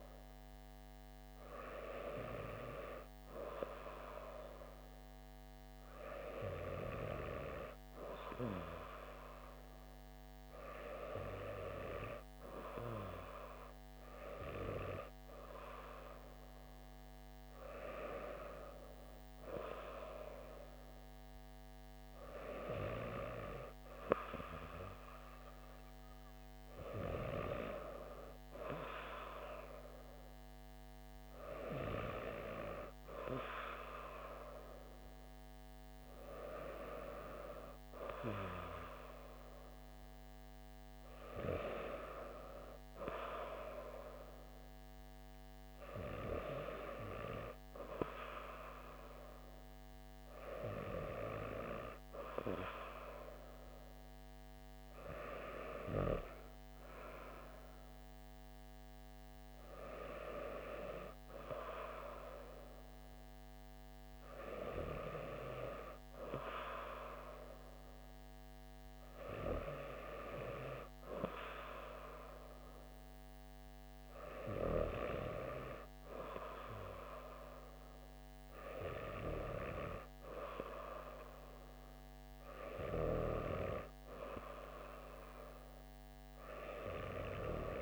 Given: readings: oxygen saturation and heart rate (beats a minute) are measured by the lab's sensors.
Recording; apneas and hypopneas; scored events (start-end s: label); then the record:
breathing in sleep by a microphone on the trachea; none
none scored
From the record:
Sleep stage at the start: N2 (light sleep); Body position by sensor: on the back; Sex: female